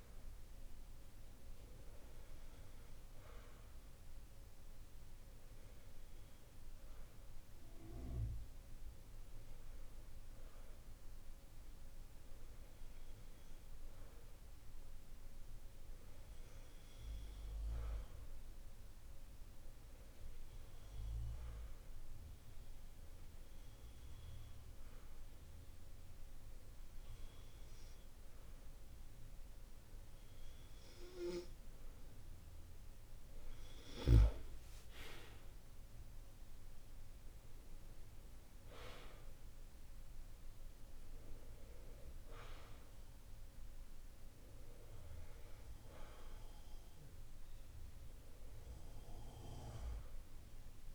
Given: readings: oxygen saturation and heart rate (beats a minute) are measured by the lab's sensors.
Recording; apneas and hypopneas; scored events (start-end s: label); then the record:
breathing in sleep by a room microphone; none
none scored
From the record:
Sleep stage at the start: N2 (light sleep); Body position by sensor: on the back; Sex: male